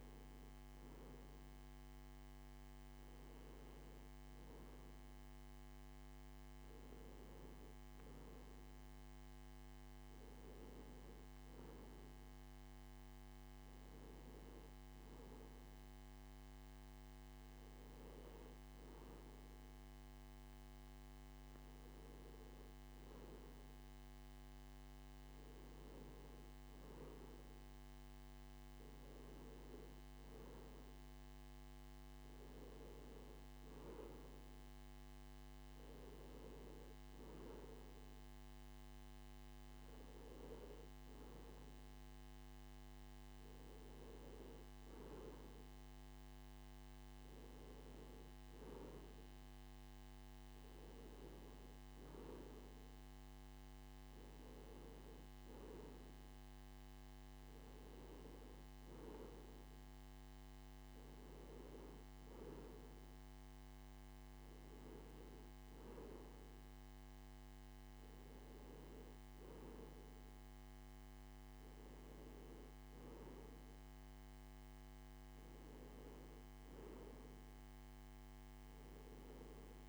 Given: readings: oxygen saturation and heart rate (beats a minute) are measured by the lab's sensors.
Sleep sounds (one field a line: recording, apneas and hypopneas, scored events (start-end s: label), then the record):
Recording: breathing in sleep by a microphone on the trachea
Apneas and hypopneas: none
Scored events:
none scored
From the record:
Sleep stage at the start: N2 (light sleep)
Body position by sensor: on the back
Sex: male